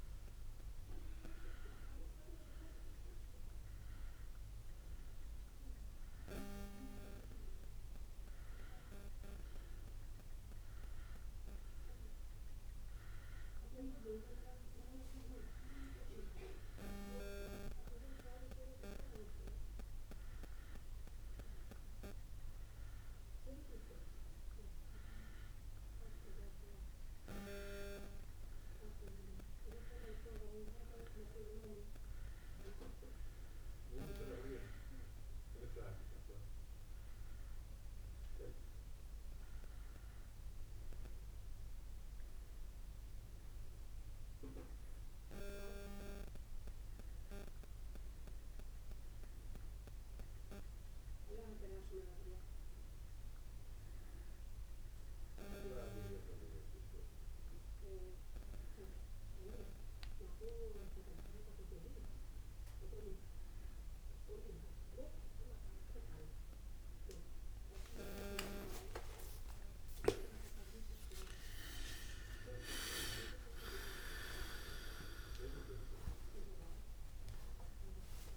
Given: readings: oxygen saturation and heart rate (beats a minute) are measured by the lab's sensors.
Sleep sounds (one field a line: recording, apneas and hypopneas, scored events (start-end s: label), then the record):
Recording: a person awake in a sleep study, by a room microphone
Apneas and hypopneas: none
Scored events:
none scored
From the record:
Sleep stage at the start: awake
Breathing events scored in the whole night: 338 in 4.0 hours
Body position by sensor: on the back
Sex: male